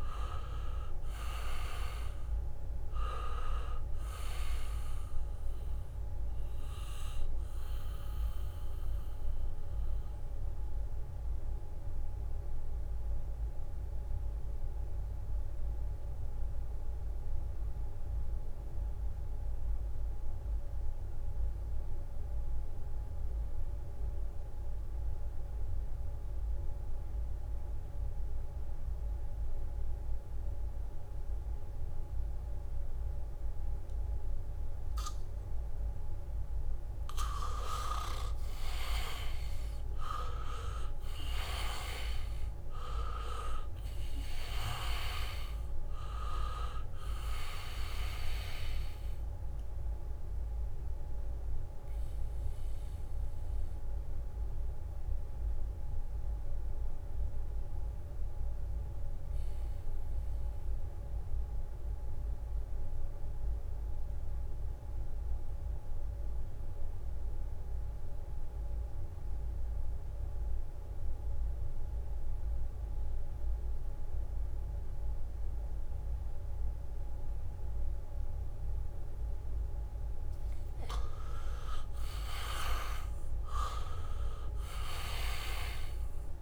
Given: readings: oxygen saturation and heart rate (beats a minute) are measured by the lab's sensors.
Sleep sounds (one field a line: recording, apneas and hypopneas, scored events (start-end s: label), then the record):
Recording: breathing in sleep by a room microphone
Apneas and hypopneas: 2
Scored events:
0.00-18.00 s: oxygen desaturation (device-marked, oxygen 78% lowest, heart rate 62 extreme)
7.50-37.00 s: mixed apnea (oxygen 99% before, 78% lowest, heart rate 66 before, 63 extreme)
29.00-63.00 s: oxygen desaturation (device-marked, oxygen 99% before, 81% lowest, heart rate 72 before, 63 extreme)
39.00-43.50 s: arousal
50.50-80.00 s: mixed apnea (heart rate 68 before, 63 extreme, up 3 after)
75.00-86.42 s: oxygen desaturation (device-marked, oxygen 99% before, 82% lowest)
80.50-86.42 s: leg movement (device-marked)
84.00-86.42 s: new sleep stage, awake
From the record:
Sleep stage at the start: N2 (light sleep)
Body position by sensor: on the back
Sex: male